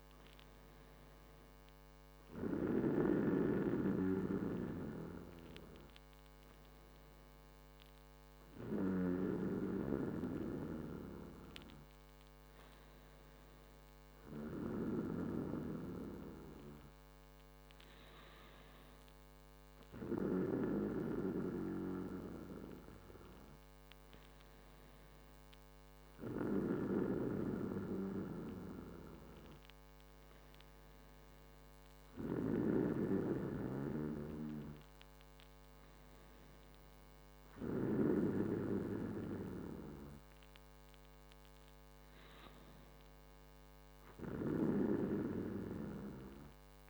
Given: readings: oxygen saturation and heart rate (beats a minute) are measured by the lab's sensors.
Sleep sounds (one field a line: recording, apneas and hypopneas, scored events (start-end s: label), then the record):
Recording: breathing in sleep by a microphone on the trachea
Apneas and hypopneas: none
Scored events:
none scored
From the record:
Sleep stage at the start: N2 (light sleep)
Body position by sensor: on the back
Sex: male